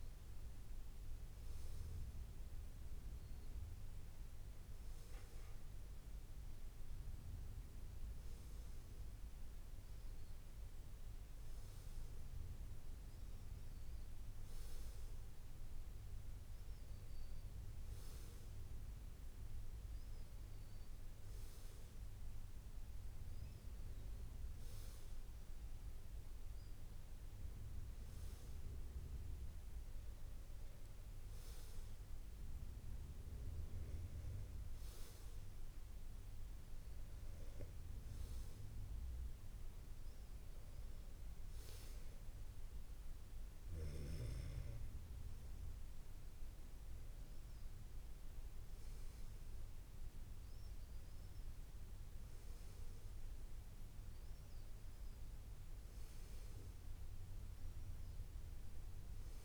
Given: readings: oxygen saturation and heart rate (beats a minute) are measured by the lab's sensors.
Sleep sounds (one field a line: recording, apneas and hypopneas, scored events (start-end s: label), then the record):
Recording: breathing in sleep, hard to hear, by a room microphone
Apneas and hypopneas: none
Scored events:
none scored
From the record:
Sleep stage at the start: N2 (light sleep)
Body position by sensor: on the back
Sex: male